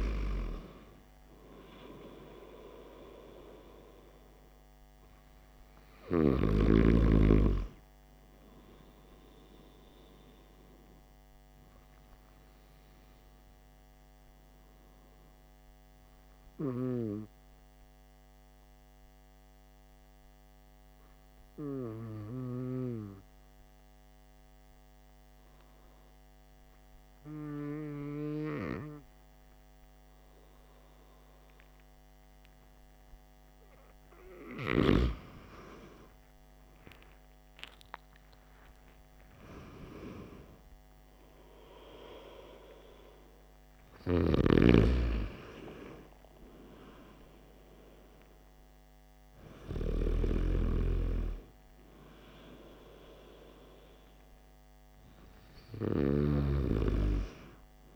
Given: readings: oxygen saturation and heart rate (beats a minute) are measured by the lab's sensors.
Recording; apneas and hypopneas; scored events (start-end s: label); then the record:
breathing in sleep by a microphone on the trachea; 1
11.50-33.50 s: hypopnea (oxygen 96% before, 93% lowest, heart rate 58 before, 49 extreme, up 14 after)
38.00-41.50 s: arousal
From the record:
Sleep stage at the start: N2 (light sleep); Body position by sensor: on the back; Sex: male